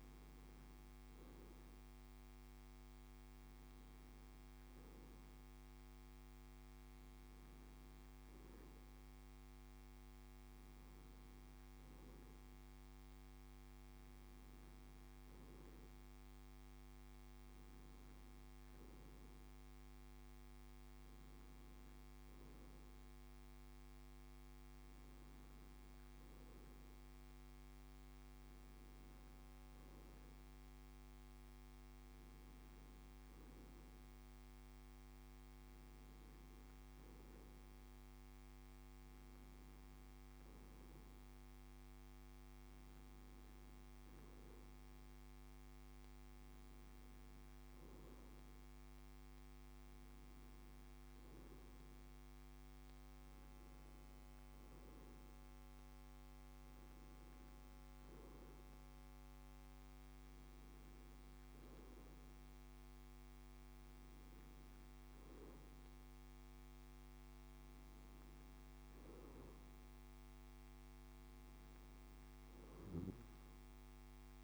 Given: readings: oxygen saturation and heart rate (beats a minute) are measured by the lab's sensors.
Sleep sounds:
breathing in sleep, hard to hear, by a microphone on the trachea; none
none scored
From the record:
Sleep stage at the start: N1 (lightest sleep); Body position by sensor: on the back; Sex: male

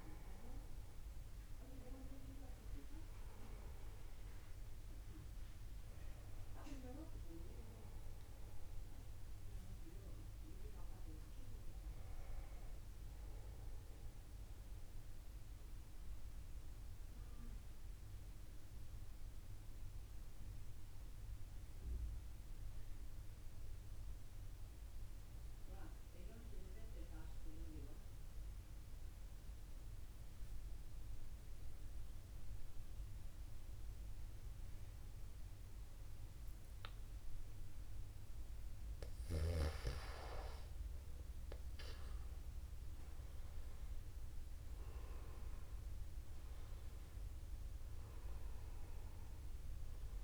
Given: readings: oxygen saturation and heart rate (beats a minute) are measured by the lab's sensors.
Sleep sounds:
breathing in sleep by a room microphone; 1
7.00-12.00 s: arousal
14.50-38.00 s: mixed apnea (oxygen 97% before, 94% lowest, heart rate 50 before, 49 extreme, up 0 after)
43.00-48.00 s: arousal
From the record:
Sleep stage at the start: N2 (light sleep); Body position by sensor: upright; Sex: male

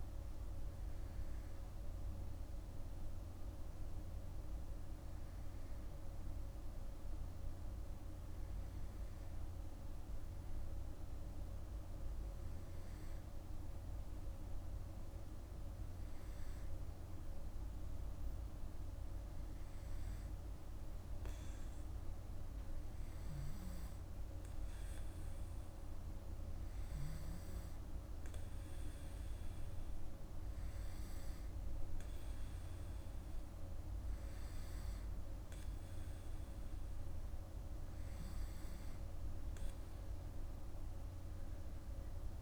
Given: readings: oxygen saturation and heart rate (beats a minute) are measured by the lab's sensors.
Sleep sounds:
breathing in sleep, hard to hear, by a room microphone; none
none scored
From the record:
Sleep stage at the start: N2 (light sleep); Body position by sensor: on the back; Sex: male

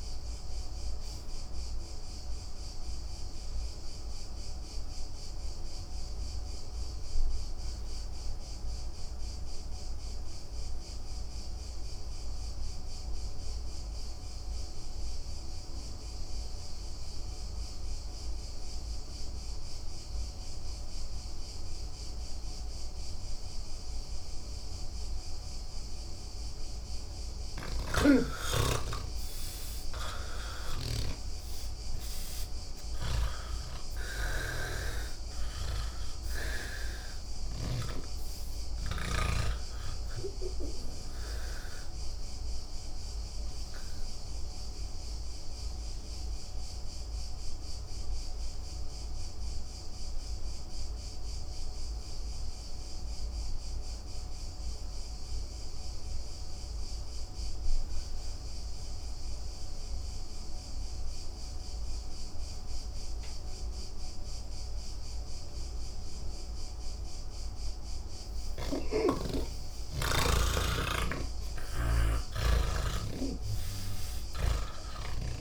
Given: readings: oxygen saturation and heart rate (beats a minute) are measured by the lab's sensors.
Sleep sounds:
breathing in sleep by a room microphone; 2
0.00-16.50 s: oxygen desaturation (device-marked, oxygen 78% lowest, heart rate 101 extreme)
2.50-26.50 s: obstructive apnea (oxygen 98% before, 78% lowest, heart rate 176 before, 101 extreme, up 0 after)
26.50-55.50 s: oxygen desaturation (device-marked, oxygen 98% before, 80% lowest)
27.50-41.50 s: snoring (device-marked)
43.00-66.50 s: obstructive apnea (oxygen 98% before, 80% lowest, heart rate 152 before, 99 extreme)
68.50-75.41 s: oxygen desaturation (device-marked, oxygen 98% before, 81% lowest, heart rate 141 before, 69 extreme)
71.00-75.41 s: snoring (device-marked)
From the record:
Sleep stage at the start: N1 (lightest sleep); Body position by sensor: on the back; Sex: male

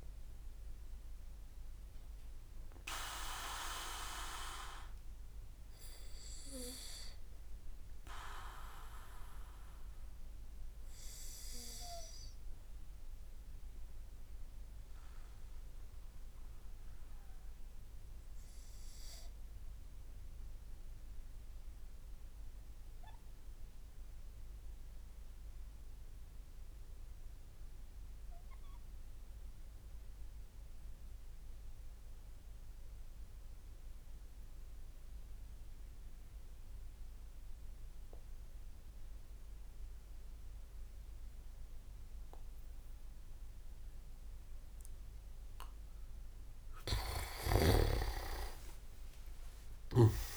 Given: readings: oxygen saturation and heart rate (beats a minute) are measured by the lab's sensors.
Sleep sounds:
breathing in sleep by a room microphone; 1
0.00-4.00 s: oxygen desaturation (device-marked, oxygen 94% lowest, heart rate 59 extreme)
2.00-45.00 s: obstructive apnea (oxygen 98% before, 93% lowest)
40.00-50.36 s: oxygen desaturation (device-marked, oxygen 98% before, 93% lowest)
44.00-47.00 s: tachycardia (device-marked, heart rate 65 before, 88 extreme)
46.50-49.50 s: leg movement (device-marked)
47.50-50.36 s: arousal
From the record:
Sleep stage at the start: N2 (light sleep); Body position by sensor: on the back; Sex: male

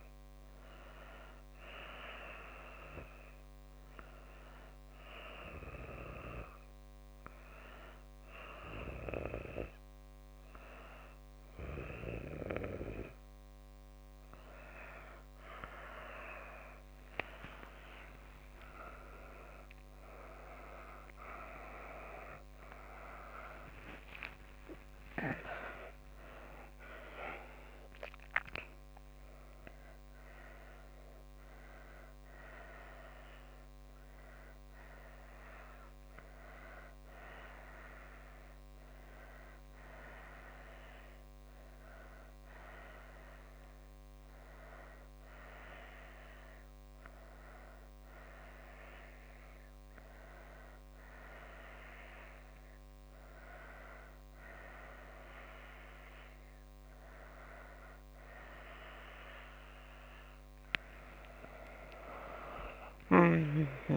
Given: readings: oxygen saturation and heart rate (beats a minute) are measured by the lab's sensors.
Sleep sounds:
a person awake in a sleep study, by a microphone on the trachea; 1
1.00-15.00 s: hypopnea (oxygen 95% before, 92% lowest)
14.50-63.97 s: new sleep stage, awake
60.50-63.97 s: arousal
From the record:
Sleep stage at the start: N1 (lightest sleep); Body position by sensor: on the back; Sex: female

